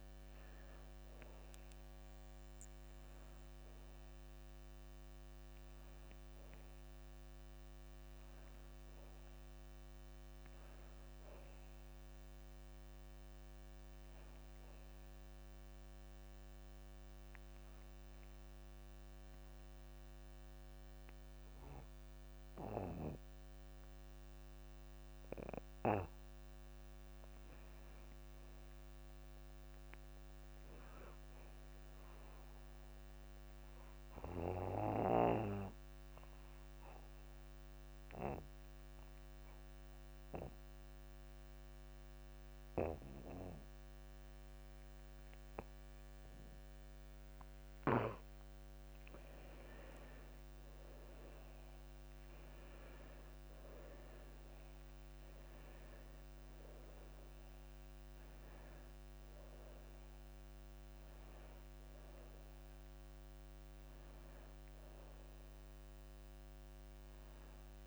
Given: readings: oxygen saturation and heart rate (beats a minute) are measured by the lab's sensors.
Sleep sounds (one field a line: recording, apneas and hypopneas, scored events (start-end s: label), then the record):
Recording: breathing in sleep by a microphone on the trachea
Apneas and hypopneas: 2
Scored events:
13.50-36.50 s: oxygen desaturation (device-marked, oxygen 94% before, 89% lowest)
15.00-26.00 s: hypopnea (oxygen 95% before, 86% lowest)
15.50-17.50 s: long interval between heartbeats (device-marked)
20.00-22.00 s: long interval between heartbeats (device-marked)
27.00-29.50 s: arousal
34.00-48.50 s: obstructive apnea (oxygen 94% before, 86% lowest)
35.50-37.50 s: long interval between heartbeats (device-marked)
50.00-52.00 s: long interval between heartbeats (device-marked)
50.00-53.00 s: arousal
51.50-67.87 s: oxygen desaturation (device-marked, oxygen 97% before, 86% lowest)
From the record:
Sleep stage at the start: N2 (light sleep)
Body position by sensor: on the back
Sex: male